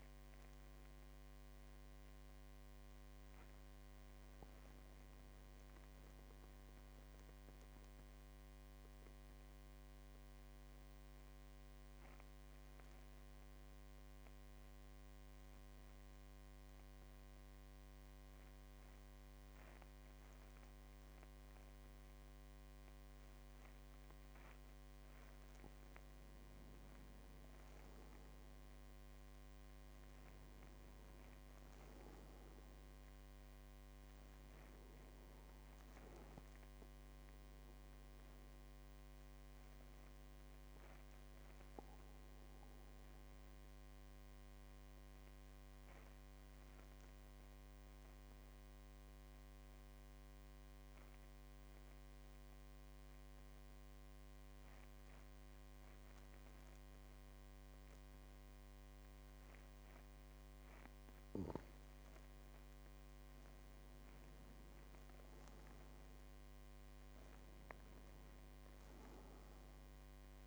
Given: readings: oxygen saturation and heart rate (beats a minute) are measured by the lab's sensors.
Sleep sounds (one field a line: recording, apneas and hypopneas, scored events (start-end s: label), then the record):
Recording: breathing in sleep, hard to hear, by a microphone on the trachea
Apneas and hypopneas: 2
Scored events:
0.00-5.50 s: oxygen desaturation (device-marked, oxygen 94% lowest, heart rate 46 extreme)
8.00-24.50 s: mixed apnea (oxygen 100% before, 92% lowest, heart rate 49 before, 46 extreme, up 8 after)
26.50-30.50 s: arousal
27.50-50.50 s: oxygen desaturation (device-marked, oxygen 97% before, 92% lowest, heart rate 48 before, 46 extreme)
41.50-60.00 s: obstructive apnea (oxygen 98% before, 92% lowest, heart rate 51 before, 45 extreme, up 9 after)
61.50-65.00 s: arousal
65.50-70.47 s: oxygen desaturation (device-marked, oxygen 99% before, 93% lowest, heart rate 49 before, 45 extreme)
From the record:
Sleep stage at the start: N2 (light sleep)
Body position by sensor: on the back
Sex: male